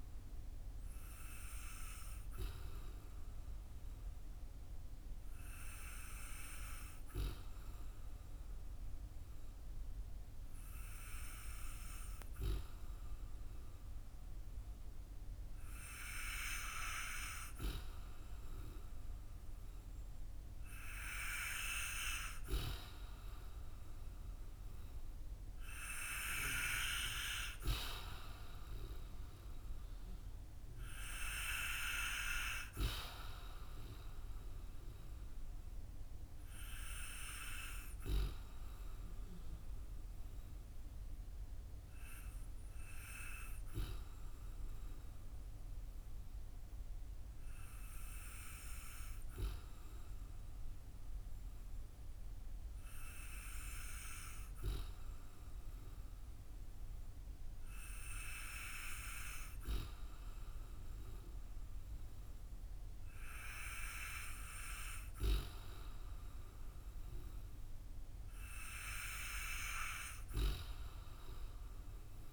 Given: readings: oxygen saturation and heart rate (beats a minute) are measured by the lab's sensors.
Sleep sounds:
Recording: breathing in sleep by a room microphone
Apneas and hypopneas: 1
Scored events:
38.50-59.00 s: hypopnea (oxygen 94% before, 92% lowest, heart rate 59 before, 51 extreme, up 7 after)
62.50-66.50 s: arousal
From the record:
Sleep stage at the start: N2 (light sleep)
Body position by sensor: on the back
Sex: male

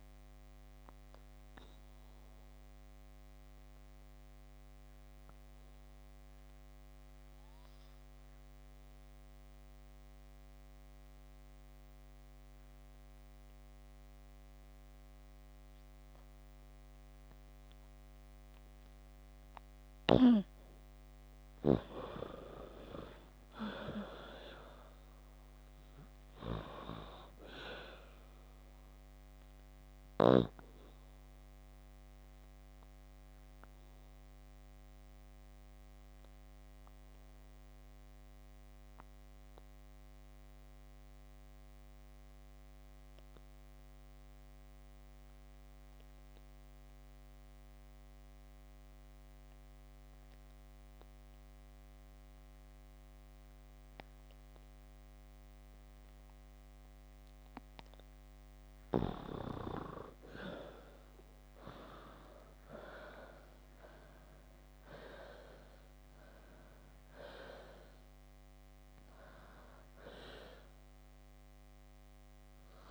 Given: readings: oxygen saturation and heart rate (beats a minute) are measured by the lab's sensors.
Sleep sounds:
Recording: breathing in sleep by a microphone on the trachea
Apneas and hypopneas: 2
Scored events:
0.00-8.00 s: oxygen desaturation (device-marked, oxygen 87% lowest, heart rate 54 extreme)
0.50-19.50 s: obstructive apnea (oxygen 95% before, 88% lowest, heart rate 56 before, 54 extreme, up 15 after)
22.00-25.00 s: arousal
33.50-57.00 s: obstructive apnea (oxygen 96% before, 86% lowest, heart rate 60 before, 52 extreme, up 45 after)
49.00-54.00 s: oxygen desaturation (device-marked, oxygen 93% before, 90% lowest, heart rate 58 before, 52 extreme)
58.50-62.00 s: arousal
59.00-66.00 s: oxygen desaturation (device-marked, oxygen 95% before, 89% lowest, heart rate 55 before, 55 extreme)
From the record:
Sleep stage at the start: N2 (light sleep)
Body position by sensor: on the back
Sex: female

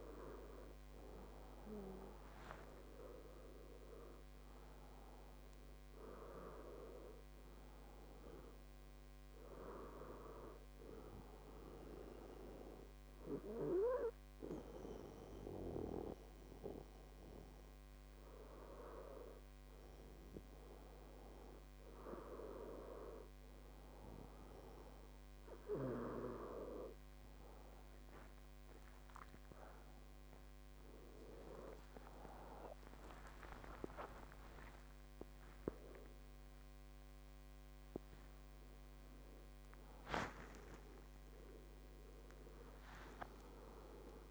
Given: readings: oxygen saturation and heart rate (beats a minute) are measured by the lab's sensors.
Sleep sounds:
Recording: a person awake in a sleep study, by a microphone on the trachea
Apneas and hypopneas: none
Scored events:
14.00-16.00 s: long interval between heartbeats (device-marked, heart rate 76 before, 72 extreme)
From the record:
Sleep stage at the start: awake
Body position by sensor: on the back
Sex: male

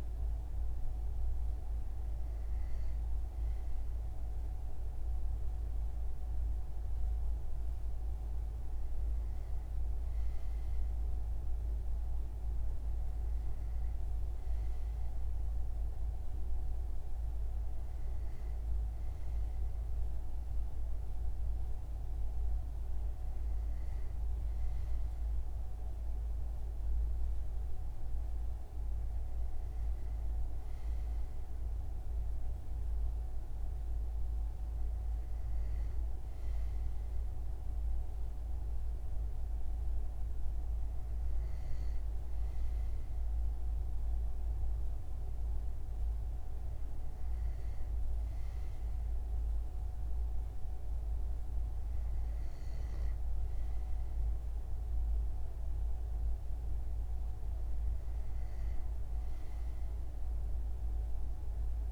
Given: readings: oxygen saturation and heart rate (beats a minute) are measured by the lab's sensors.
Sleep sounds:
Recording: breathing in sleep, hard to hear, by a room microphone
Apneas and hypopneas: none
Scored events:
none scored
From the record:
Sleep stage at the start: N2 (light sleep)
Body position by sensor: on the front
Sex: male

